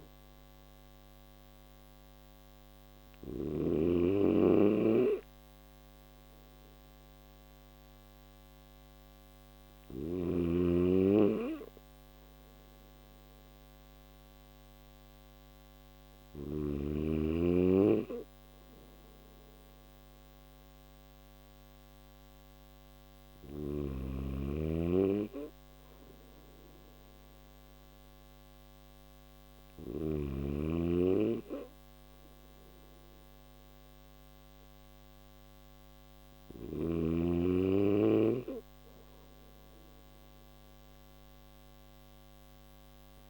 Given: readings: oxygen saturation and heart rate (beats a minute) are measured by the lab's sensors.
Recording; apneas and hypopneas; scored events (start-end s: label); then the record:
breathing in sleep by a microphone on the trachea; none
0.00-2.50 s: snoring (device-marked)
22.50-29.00 s: snoring (device-marked)
From the record:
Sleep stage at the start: N1 (lightest sleep); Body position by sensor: on the back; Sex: male